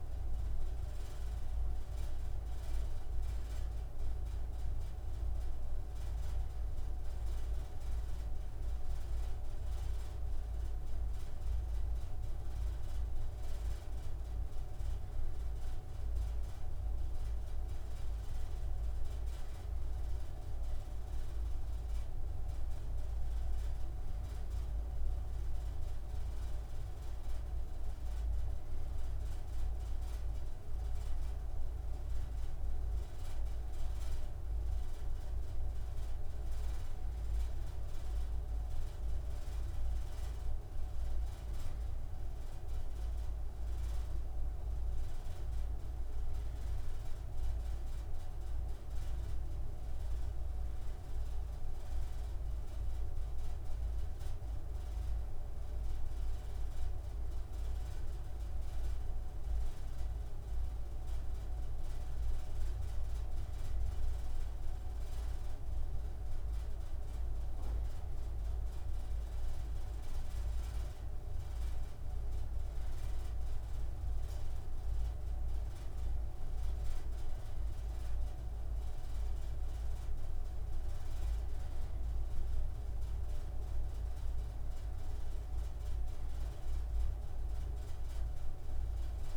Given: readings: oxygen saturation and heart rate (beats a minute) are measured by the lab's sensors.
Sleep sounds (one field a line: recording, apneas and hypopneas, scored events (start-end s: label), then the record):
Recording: breathing in sleep, hard to hear, by a room microphone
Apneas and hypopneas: none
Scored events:
none scored
From the record:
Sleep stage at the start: N2 (light sleep)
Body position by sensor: on the right side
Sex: male